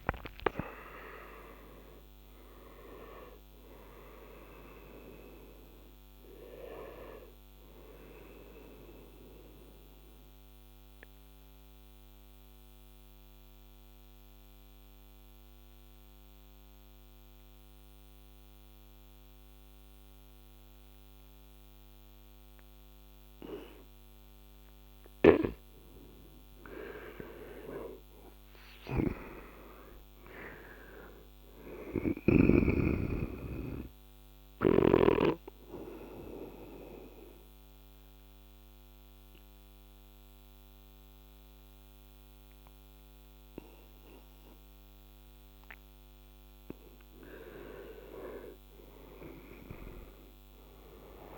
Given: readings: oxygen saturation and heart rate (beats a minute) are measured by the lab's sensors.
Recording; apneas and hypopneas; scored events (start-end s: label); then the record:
breathing in sleep by a microphone on the trachea; 2
0.00-12.50 s: oxygen desaturation (device-marked, oxygen 90% lowest, heart rate 72 extreme)
8.50-24.00 s: obstructive apnea (oxygen 97% before, 89% lowest, heart rate 85 before, 72 extreme, up 10 after)
26.00-30.00 s: arousal
35.50-47.00 s: obstructive apnea (oxygen 97% before, 89% lowest, heart rate 77 before, 72 extreme, up 6 after)
47.50-51.37 s: oxygen desaturation (device-marked, oxygen 95% before, 89% lowest, heart rate 79 before, 72 extreme)
48.50-51.00 s: arousal
From the record:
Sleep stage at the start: N2 (light sleep); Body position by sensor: on the right side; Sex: male